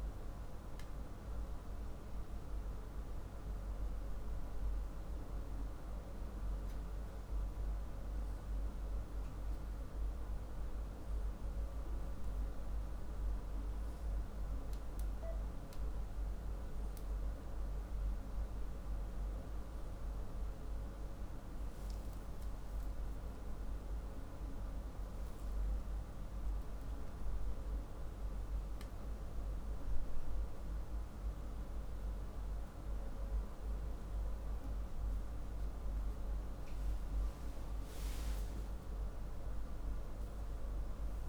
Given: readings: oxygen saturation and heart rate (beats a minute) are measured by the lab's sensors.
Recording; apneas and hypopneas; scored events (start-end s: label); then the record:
breathing in sleep, hard to hear, by a room microphone; none
none scored
From the record:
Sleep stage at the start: N1 (lightest sleep); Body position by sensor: on the back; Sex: male